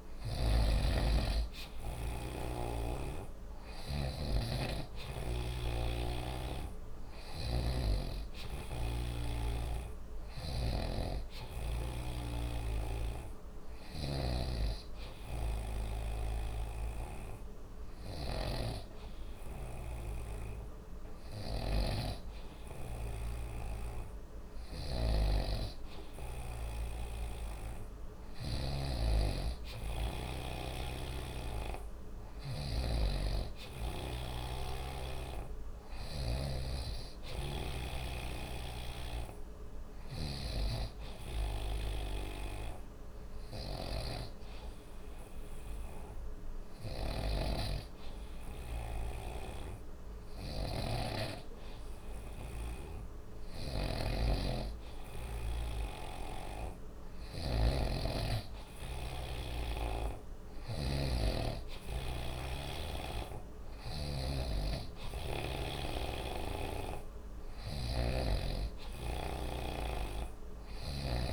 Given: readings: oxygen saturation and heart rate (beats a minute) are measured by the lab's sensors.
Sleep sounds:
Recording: breathing in sleep by a room microphone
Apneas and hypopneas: none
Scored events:
7.50-36.50 s: snoring (device-marked)
47.00-71.33 s: snoring (device-marked)
66.00-68.50 s: arousal
From the record:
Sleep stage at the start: N2 (light sleep)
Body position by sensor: on the right side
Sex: male

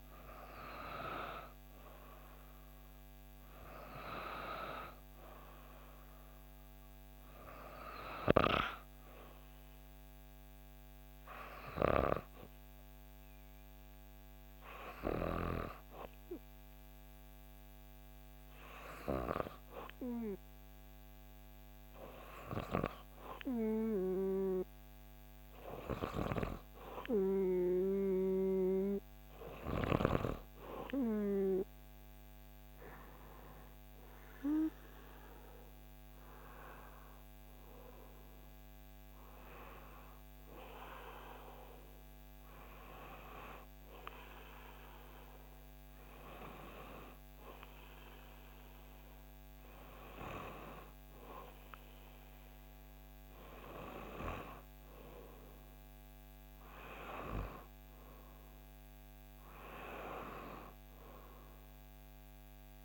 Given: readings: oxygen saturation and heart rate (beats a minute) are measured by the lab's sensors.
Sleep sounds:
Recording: breathing in sleep by a microphone on the trachea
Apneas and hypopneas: 1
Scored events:
11.50-24.50 s: hypopnea (oxygen 94% before, 93% lowest, heart rate 61 before, 60 extreme, up 1 after)
14.50-62.85 s: new sleep stage, N2 (light sleep)
31.00-35.50 s: arousal
From the record:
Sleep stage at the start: N3 (deep sleep)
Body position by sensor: on the back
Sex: female

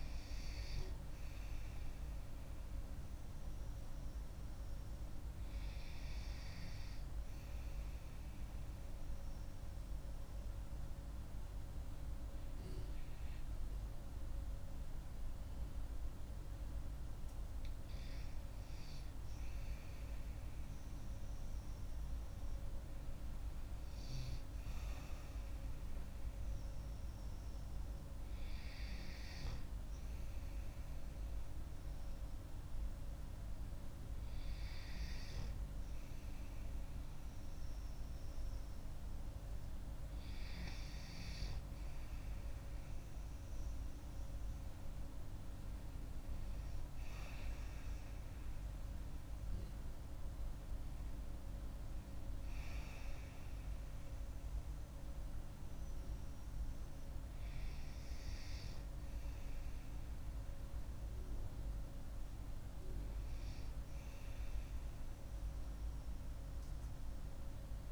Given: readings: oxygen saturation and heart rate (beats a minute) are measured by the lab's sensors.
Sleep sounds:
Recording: breathing in sleep, hard to hear, by a room microphone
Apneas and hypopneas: 1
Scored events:
1.50-5.00 s: arousal
7.50-18.50 s: obstructive apnea (oxygen 95% before, 95% lowest)
20.50-24.50 s: arousal
From the record:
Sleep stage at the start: N2 (light sleep)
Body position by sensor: on the back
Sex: female

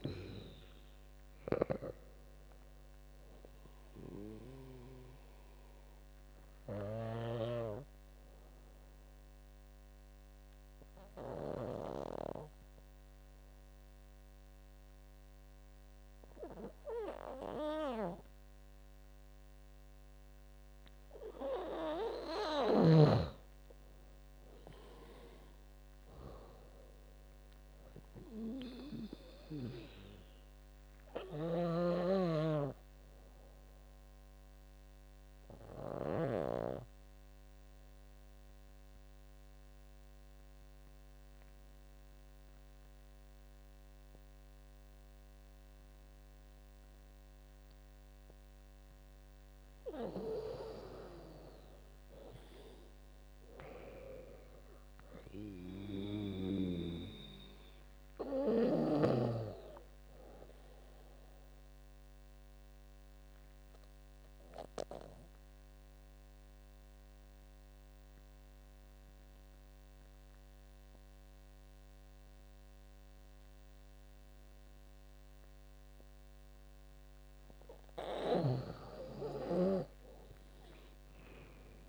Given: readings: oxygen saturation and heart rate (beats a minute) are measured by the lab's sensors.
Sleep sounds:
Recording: breathing in sleep by a microphone on the trachea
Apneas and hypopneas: 3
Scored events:
0.00-9.00 s: drop in pulse transit time (device-marked, heart rate 82 extreme)
0.00-17.00 s: oxygen desaturation (device-marked, oxygen 92% lowest, heart rate 70 extreme)
6.50-11.50 s: snoring (device-marked)
7.00-22.50 s: obstructive apnea (oxygen 98% before, 89% lowest, heart rate 82 before, 70 extreme, up 17 after)
24.00-27.50 s: arousal
24.00-35.00 s: drop in pulse transit time (device-marked, heart rate 78 before, 82 extreme)
28.00-42.00 s: oxygen desaturation (device-marked, oxygen 98% before, 92% lowest, heart rate 78 before, 71 extreme)
31.00-36.00 s: snoring (device-marked)
34.50-49.50 s: obstructive apnea (oxygen 98% before, 89% lowest, heart rate 81 before, 70 extreme, up 16 after)
51.50-55.00 s: arousal
52.00-65.00 s: drop in pulse transit time (device-marked, heart rate 79 before, 75 extreme)
54.00-74.00 s: oxygen desaturation (device-marked, oxygen 98% before, 89% lowest, heart rate 79 before, 68 extreme)
62.00-77.00 s: obstructive apnea (oxygen 98% before, 89% lowest, heart rate 83 before, 67 extreme, up 19 after)
79.00-81.89 s: arousal
From the record:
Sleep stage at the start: N2 (light sleep)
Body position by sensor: on the back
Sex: female

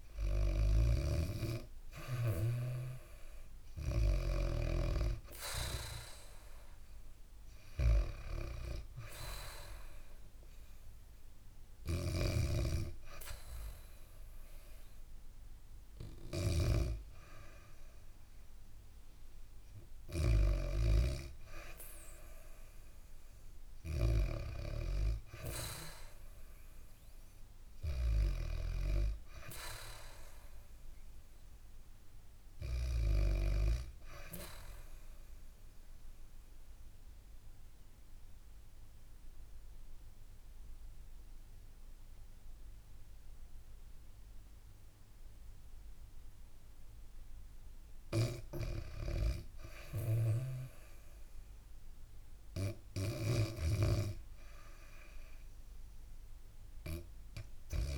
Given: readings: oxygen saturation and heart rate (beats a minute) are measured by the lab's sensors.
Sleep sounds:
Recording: breathing in sleep by a room microphone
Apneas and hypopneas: 1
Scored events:
0.00-1.50 s: arousal
0.00-4.50 s: snoring (device-marked)
0.00-25.00 s: oxygen desaturation (device-marked, oxygen 89% lowest, heart rate 65 extreme)
11.50-20.50 s: snoring (device-marked)
26.50-31.00 s: arousal
34.50-47.00 s: obstructive apnea (oxygen 99% before, 93% lowest, heart rate 75 before, 65 extreme, up 6 after)
49.50-54.50 s: arousal
52.50-57.98 s: snoring (device-marked)
56.00-57.98 s: oxygen desaturation (device-marked, oxygen 99% before, 95% lowest, heart rate 69 before, 65 extreme)
From the record:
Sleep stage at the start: REM sleep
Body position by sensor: on the back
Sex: female

